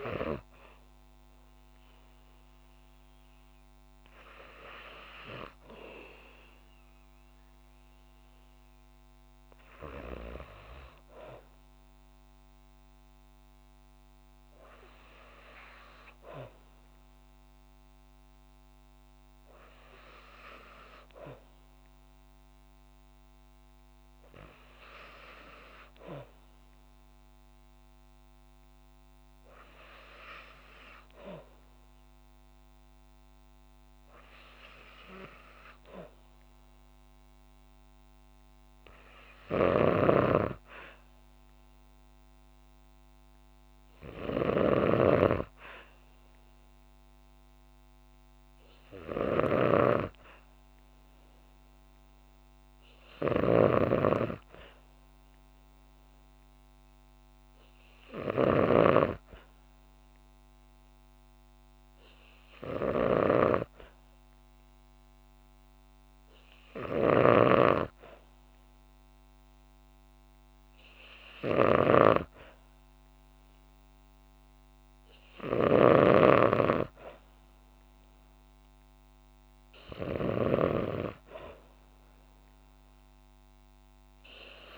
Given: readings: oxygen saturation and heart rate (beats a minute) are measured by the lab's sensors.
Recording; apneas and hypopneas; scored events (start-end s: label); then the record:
breathing in sleep by a microphone on the trachea; none
39.00-80.00 s: snoring (device-marked)
From the record:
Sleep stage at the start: N2 (light sleep); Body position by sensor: on the back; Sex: female